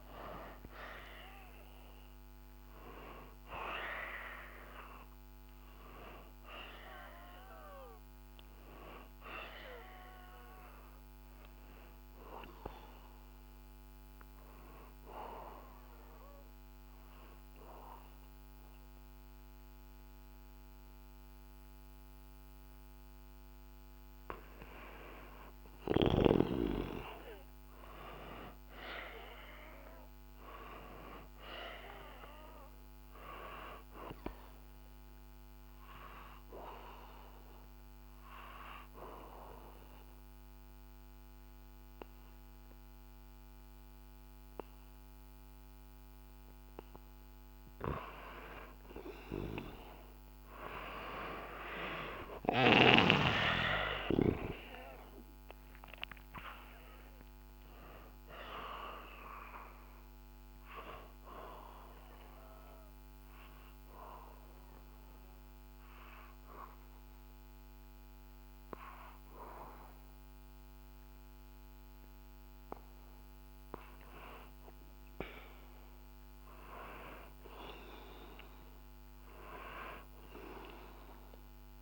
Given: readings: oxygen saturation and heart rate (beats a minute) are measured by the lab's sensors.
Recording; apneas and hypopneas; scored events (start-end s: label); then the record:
breathing in sleep by a microphone on the trachea; 3
12.00-23.50 s: obstructive apnea (oxygen 96% before, 91% lowest, heart rate 90 before, 63 extreme, up 0 after)
24.50-29.00 s: arousal
33.50-46.50 s: obstructive apnea (oxygen 95% before, 91% lowest, heart rate 64 before, 64 extreme, up 11 after)
33.50-47.50 s: oxygen desaturation (device-marked, oxygen 95% before, 91% lowest, heart rate 64 before, 64 extreme)
50.50-54.50 s: arousal
61.00-72.50 s: obstructive apnea (oxygen 96% before, 92% lowest, heart rate 69 before, 61 extreme, up 2 after)
77.50-80.50 s: arousal
From the record:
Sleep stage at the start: N2 (light sleep); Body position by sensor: on the back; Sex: male